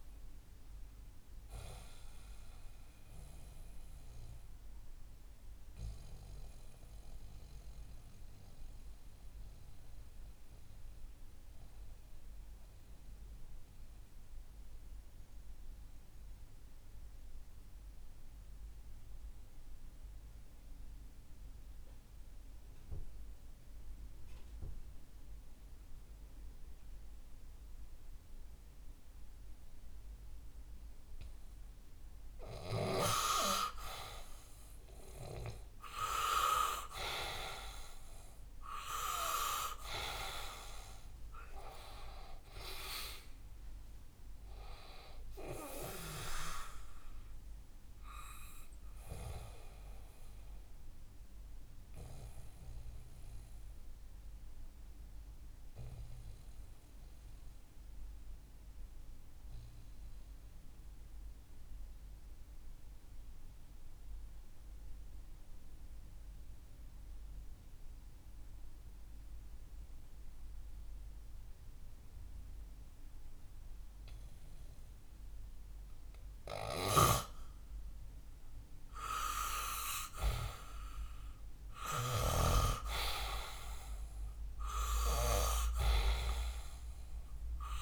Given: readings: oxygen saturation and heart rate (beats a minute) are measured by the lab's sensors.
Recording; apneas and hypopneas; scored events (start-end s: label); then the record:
breathing in sleep by a room microphone; 2
0.00-7.50 s: oxygen desaturation (device-marked, oxygen 91% lowest, heart rate 57 extreme)
2.50-33.50 s: mixed apnea (oxygen 98% before, 89% lowest, heart rate 66 before, 57 extreme, up 9 after)
18.50-25.50 s: oxygen desaturation (device-marked, oxygen 92% before, 89% lowest, heart rate 61 before, 61 extreme)
36.50-41.50 s: arousal
40.50-67.50 s: oxygen desaturation (device-marked, oxygen 98% before, 90% lowest, heart rate 64 before, 60 extreme)
49.00-77.00 s: obstructive apnea (oxygen 98% before, 89% lowest, heart rate 67 before, 60 extreme, up 6 after)
74.50-87.82 s: oxygen desaturation (device-marked, oxygen 98% before, 89% lowest, heart rate 62 before, 61 extreme)
79.00-82.50 s: arousal
From the record:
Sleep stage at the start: N2 (light sleep); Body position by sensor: on the back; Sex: male